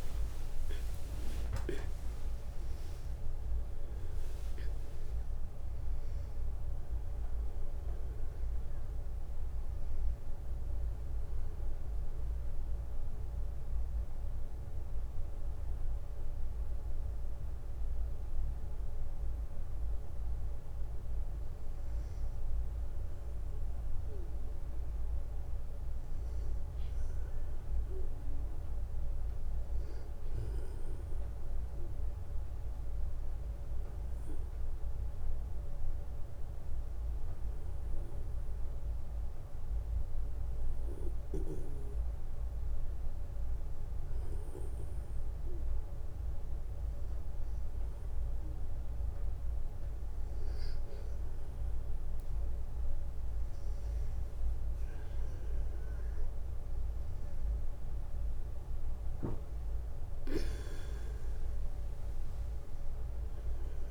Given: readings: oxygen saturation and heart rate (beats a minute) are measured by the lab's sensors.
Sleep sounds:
breathing in sleep, hard to hear, by a room microphone; 2
11.50-21.50 s: obstructive apnea (oxygen 94% before, 92% lowest, heart rate 104 before, 60 extreme, up 2 after)
23.50-26.50 s: arousal
32.00-44.00 s: hypopnea (oxygen 98% before, 94% lowest, heart rate 63 before, 60 extreme, up 0 after)
53.00-57.50 s: arousal
From the record:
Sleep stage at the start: N2 (light sleep); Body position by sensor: on the back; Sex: male

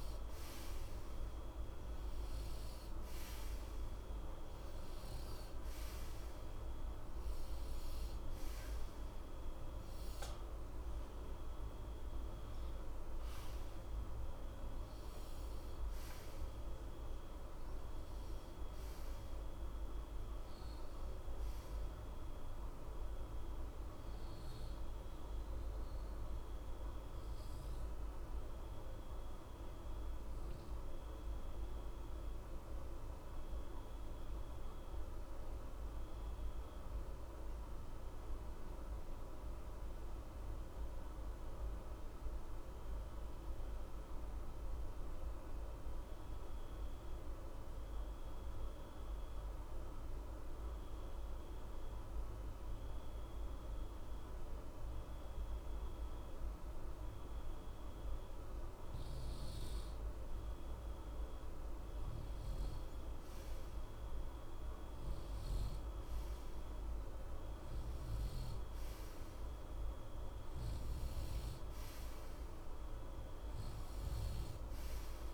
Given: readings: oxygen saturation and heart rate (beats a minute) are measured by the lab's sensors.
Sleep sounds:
breathing in sleep, hard to hear, by a room microphone; 1
0.00-11.00 s: oxygen desaturation (device-marked, oxygen 90% lowest, heart rate 60 extreme)
13.00-37.00 s: oxygen desaturation (device-marked, oxygen 91% before, 88% lowest, heart rate 60 before, 60 extreme)
29.50-57.50 s: obstructive apnea (oxygen 91% before, 89% lowest, heart rate 60 before, 60 extreme, up 0 after)
60.00-64.00 s: arousal
60.00-75.34 s: oxygen desaturation (device-marked, oxygen 96% before, 89% lowest, heart rate 60 before, 60 extreme)
From the record:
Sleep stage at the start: N2 (light sleep); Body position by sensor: on the right side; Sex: male

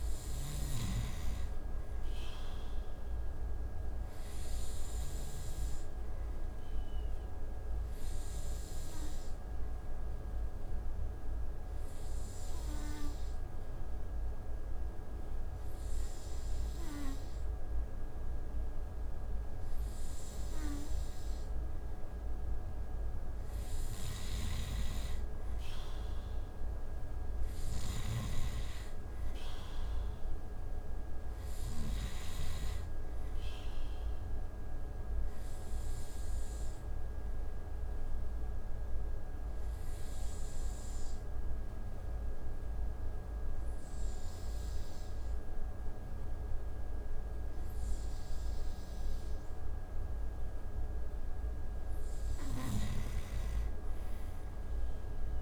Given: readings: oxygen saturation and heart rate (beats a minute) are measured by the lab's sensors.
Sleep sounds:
breathing in sleep, hard to hear, by a room microphone; 2
4.50-23.50 s: oxygen desaturation (device-marked, oxygen 95% before, 90% lowest)
7.00-21.50 s: hypopnea (oxygen 95% before, 89% lowest)
23.50-31.50 s: snoring (device-marked)
24.00-28.00 s: arousal
32.50-49.50 s: oxygen desaturation (device-marked, oxygen 93% before, 89% lowest)
33.50-50.50 s: obstructive apnea (oxygen 93% before, 88% lowest)
51.50-55.42 s: snoring (device-marked)
From the record:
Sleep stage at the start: N2 (light sleep); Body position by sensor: on the right side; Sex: male

